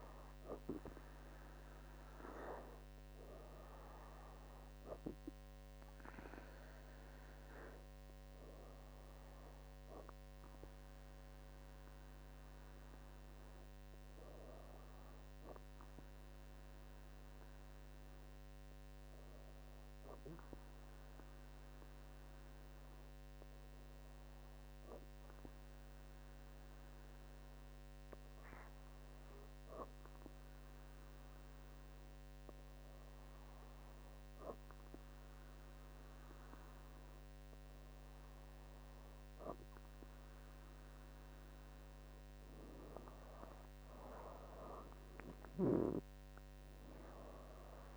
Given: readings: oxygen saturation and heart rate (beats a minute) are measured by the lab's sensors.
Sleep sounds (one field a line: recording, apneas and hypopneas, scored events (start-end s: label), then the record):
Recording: breathing in sleep by a microphone on the trachea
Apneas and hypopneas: 1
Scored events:
16.50-31.50 s: hypopnea (oxygen 97% before, 96% lowest, heart rate 68 before, 66 extreme)
42.00-46.50 s: arousal
From the record:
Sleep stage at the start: N2 (light sleep)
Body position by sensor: on the back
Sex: female